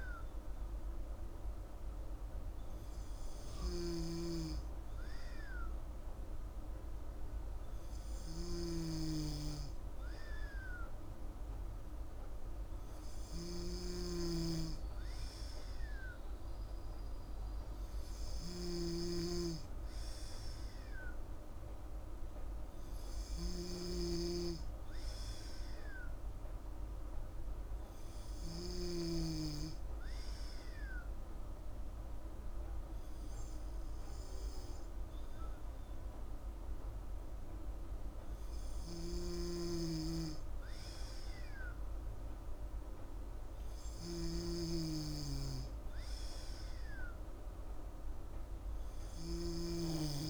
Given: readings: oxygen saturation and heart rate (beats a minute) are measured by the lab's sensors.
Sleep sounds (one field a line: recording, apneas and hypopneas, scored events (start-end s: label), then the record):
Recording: breathing in sleep by a room microphone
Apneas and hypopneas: none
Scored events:
8.50-14.00 s: snoring (device-marked)
23.50-29.00 s: snoring (device-marked)
From the record:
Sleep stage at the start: N2 (light sleep)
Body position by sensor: on the back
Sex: female